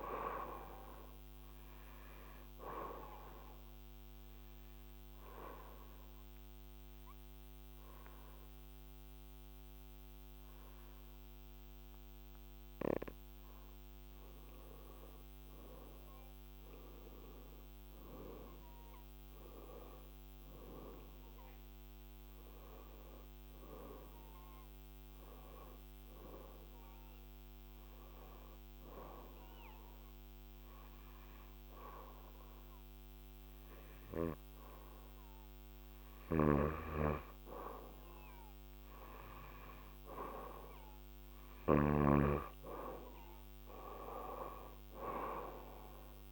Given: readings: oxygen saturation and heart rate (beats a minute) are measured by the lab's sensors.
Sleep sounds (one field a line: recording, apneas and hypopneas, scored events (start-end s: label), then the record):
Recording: breathing in sleep by a microphone on the trachea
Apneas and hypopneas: 2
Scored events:
0.00-9.00 s: oxygen desaturation (device-marked, oxygen 92% lowest, heart rate 70 extreme)
4.00-14.00 s: obstructive apnea (oxygen 98% before, 91% lowest, heart rate 73 before, 70 extreme, up 3 after)
15.00-19.50 s: arousal
21.00-32.00 s: oxygen desaturation (device-marked, oxygen 96% before, 91% lowest, heart rate 73 before, 70 extreme)
27.00-37.00 s: hypopnea (oxygen 96% before, 91% lowest, heart rate 72 before, 71 extreme, up 6 after)
36.00-42.00 s: snoring (device-marked)
38.50-42.00 s: arousal
From the record:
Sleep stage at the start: N2 (light sleep)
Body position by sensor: on the back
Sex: female